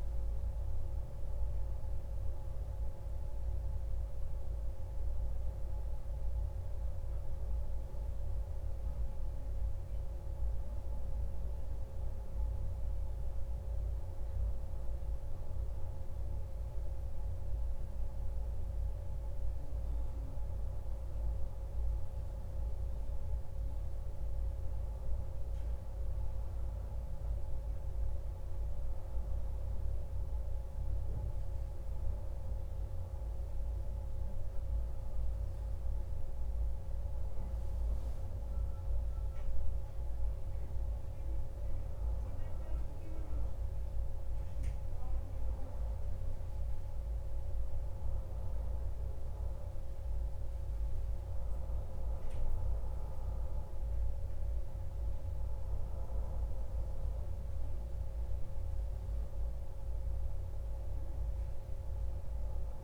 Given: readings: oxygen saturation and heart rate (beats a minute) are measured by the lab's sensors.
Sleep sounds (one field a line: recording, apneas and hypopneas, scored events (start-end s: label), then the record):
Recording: breathing in sleep, hard to hear, by a room microphone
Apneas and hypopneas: none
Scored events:
none scored
From the record:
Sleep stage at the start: N1 (lightest sleep)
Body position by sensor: on the back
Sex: male